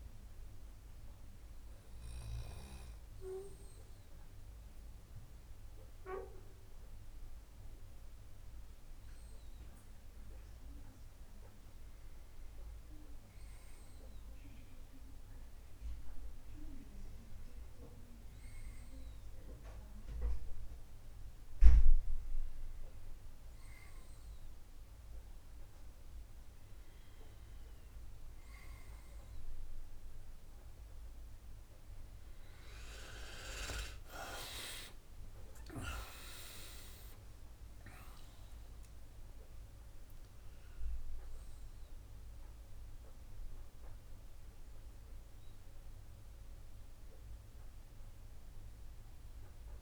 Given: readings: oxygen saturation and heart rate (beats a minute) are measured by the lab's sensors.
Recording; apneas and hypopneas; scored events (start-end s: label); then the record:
a person awake in a sleep study, by a room microphone; none
9.00-39.00 s: new sleep stage, awake
39.00-49.82 s: new sleep stage, N1 (lightest sleep)
From the record:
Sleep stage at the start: N2 (light sleep); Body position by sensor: on the right side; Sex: male